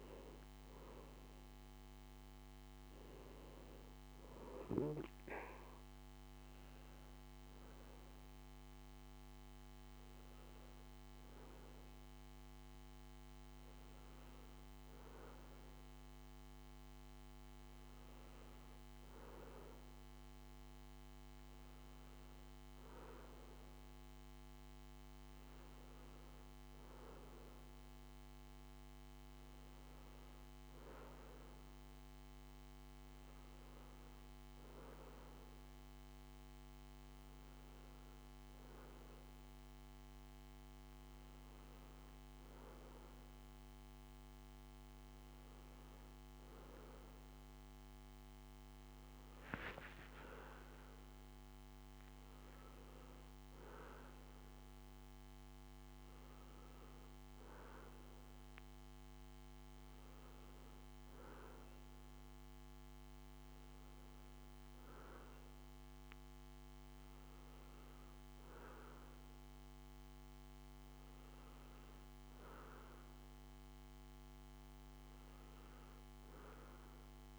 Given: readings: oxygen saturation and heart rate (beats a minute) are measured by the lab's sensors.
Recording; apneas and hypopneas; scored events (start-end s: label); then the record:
a person partly awake in a sleep study, hard to hear, by a microphone on the trachea; none
6.00-77.39 s: new sleep stage, N1 (lightest sleep)
From the record:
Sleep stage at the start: awake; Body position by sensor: on the back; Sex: male